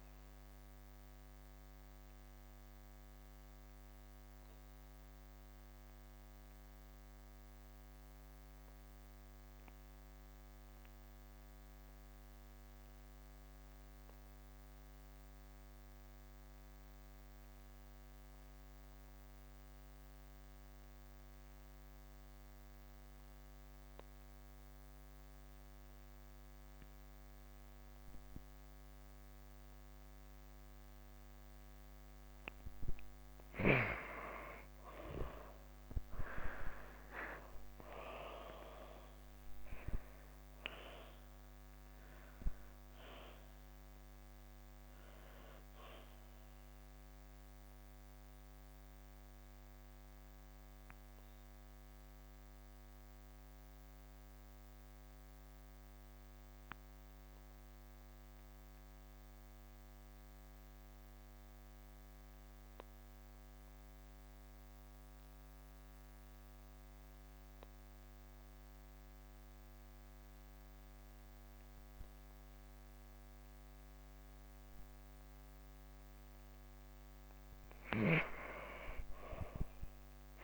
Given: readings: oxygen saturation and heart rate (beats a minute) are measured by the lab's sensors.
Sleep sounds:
breathing in sleep by a microphone on the trachea; 2
0.00-16.00 s: oxygen desaturation (device-marked, oxygen 82% lowest)
1.00-30.50 s: obstructive apnea (oxygen 96% before, 82% lowest, heart rate 36 before, 32 extreme, up 9 after)
23.00-67.00 s: oxygen desaturation (device-marked, oxygen 99% before, 82% lowest, heart rate 106 before, 32 extreme)
32.50-38.00 s: arousal
45.50-74.50 s: obstructive apnea (oxygen 99% before, 82% lowest, heart rate 92 before, 32 extreme)
76.50-80.44 s: arousal
78.00-80.44 s: oxygen desaturation (device-marked, oxygen 99% before, 86% lowest)
From the record:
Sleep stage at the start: N2 (light sleep); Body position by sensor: on the back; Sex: female

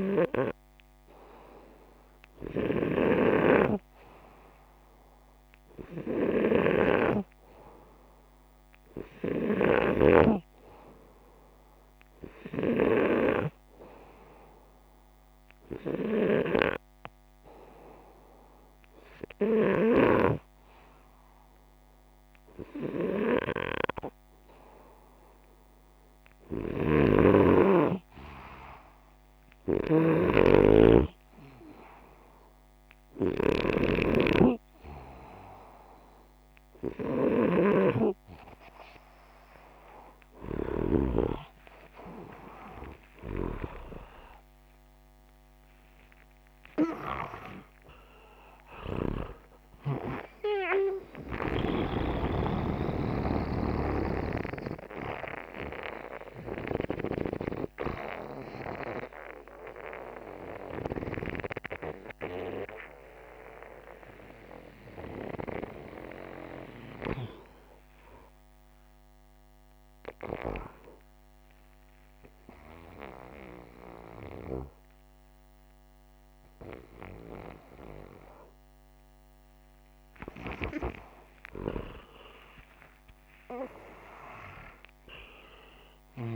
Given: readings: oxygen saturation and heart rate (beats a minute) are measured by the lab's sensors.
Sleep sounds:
a person awake in a sleep study, by a microphone on the trachea; none
23.50-83.50 s: new sleep stage, awake
26.00-29.50 s: snoring (device-marked)
83.50-86.36 s: new sleep stage, N1 (lightest sleep)
From the record:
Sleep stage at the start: N2 (light sleep); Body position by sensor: upright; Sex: male

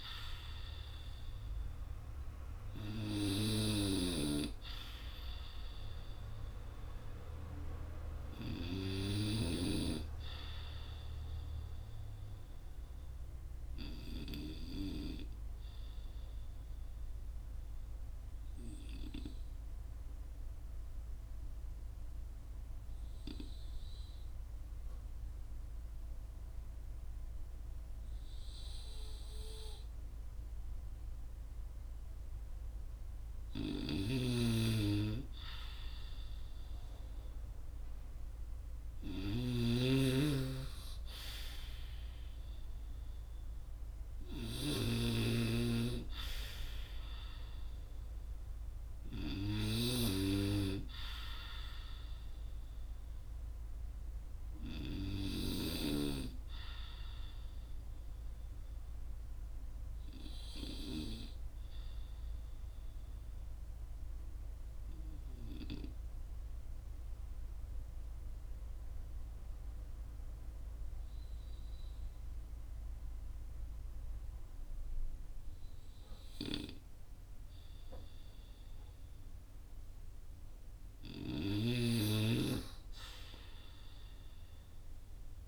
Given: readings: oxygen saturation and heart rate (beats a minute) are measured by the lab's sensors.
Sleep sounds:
breathing in sleep by a room microphone; 2
0.00-23.50 s: oxygen desaturation (device-marked, oxygen 91% lowest, heart rate 37 extreme)
12.00-32.00 s: obstructive apnea (oxygen 96% before, 91% lowest, heart rate 54 before, 37 extreme, up 14 after)
33.00-55.00 s: snoring (device-marked)
34.00-39.00 s: arousal
56.50-80.00 s: obstructive apnea (oxygen 96% before, 92% lowest, heart rate 56 before, 39 extreme, up 13 after)
80.00-85.47 s: snoring (device-marked)
81.50-85.47 s: arousal
From the record:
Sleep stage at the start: N2 (light sleep); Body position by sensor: on the right side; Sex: male

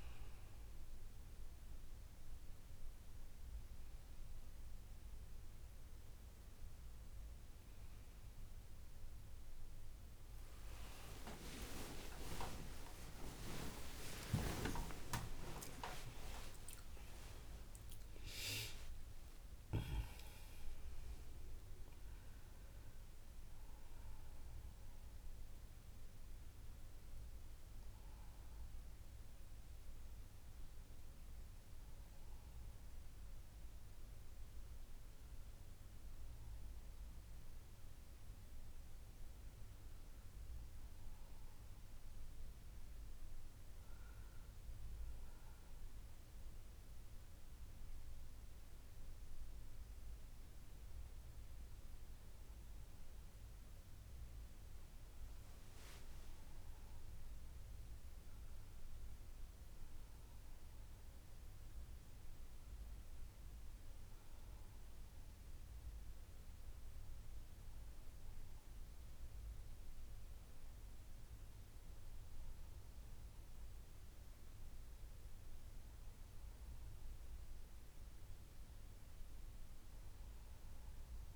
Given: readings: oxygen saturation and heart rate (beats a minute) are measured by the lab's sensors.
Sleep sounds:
breathing in sleep by a room microphone; none
10.50-16.00 s: arousal
11.00-16.00 s: tachycardia (device-marked, heart rate 53 before, 114 extreme)
13.00-15.00 s: long interval between heartbeats (device-marked, heart rate 57 before, 86 extreme)
13.00-73.00 s: new sleep stage, N1 (lightest sleep)
15.00-17.00 s: long interval between heartbeats (device-marked, heart rate 61 before, 114 extreme)
73.00-81.36 s: new sleep stage, N2 (light sleep)
From the record:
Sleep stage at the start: N2 (light sleep); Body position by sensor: on the back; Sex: female

